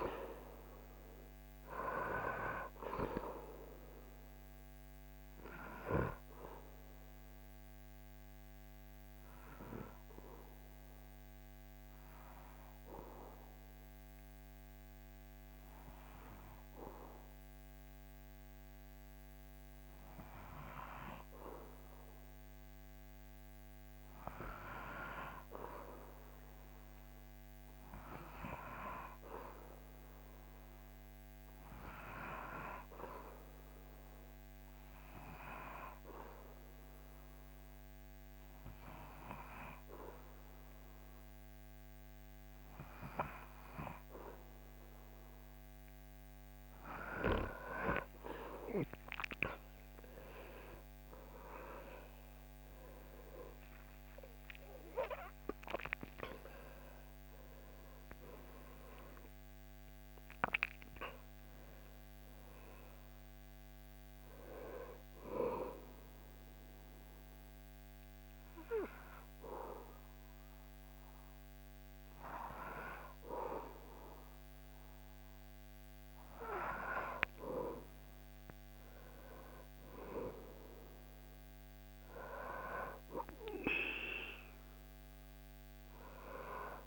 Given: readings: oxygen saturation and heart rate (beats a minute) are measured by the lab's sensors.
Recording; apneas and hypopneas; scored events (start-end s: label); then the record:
breathing in sleep by a microphone on the trachea; 3
5.50-22.50 s: obstructive apnea (oxygen 98% before, 94% lowest, heart rate 70 before, 61 extreme, up 6 after)
34.50-45.00 s: obstructive apnea (oxygen 98% before, 95% lowest, heart rate 65 before, 68 extreme, up 18 after)
48.00-53.50 s: arousal
65.50-76.00 s: obstructive apnea (oxygen 97% before, 95% lowest, heart rate 86 before, 65 extreme, up 8 after)
78.50-81.50 s: arousal
From the record:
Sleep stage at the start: N2 (light sleep); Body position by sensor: on the back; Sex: male